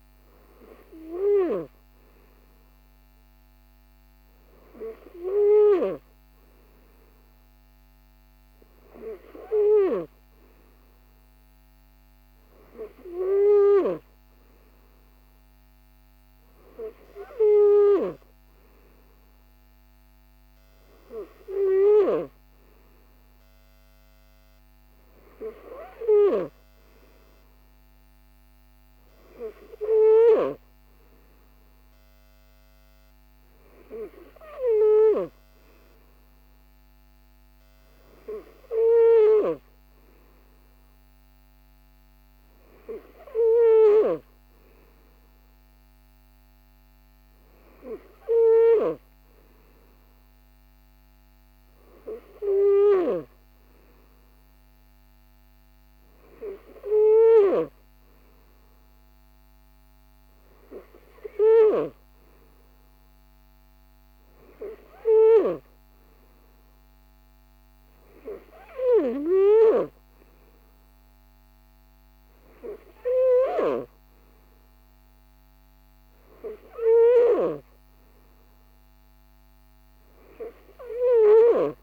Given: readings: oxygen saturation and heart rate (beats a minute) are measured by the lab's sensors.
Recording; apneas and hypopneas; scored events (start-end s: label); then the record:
breathing in sleep by a microphone on the trachea; none
none scored
From the record:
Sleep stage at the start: N3 (deep sleep); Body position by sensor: on the right side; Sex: male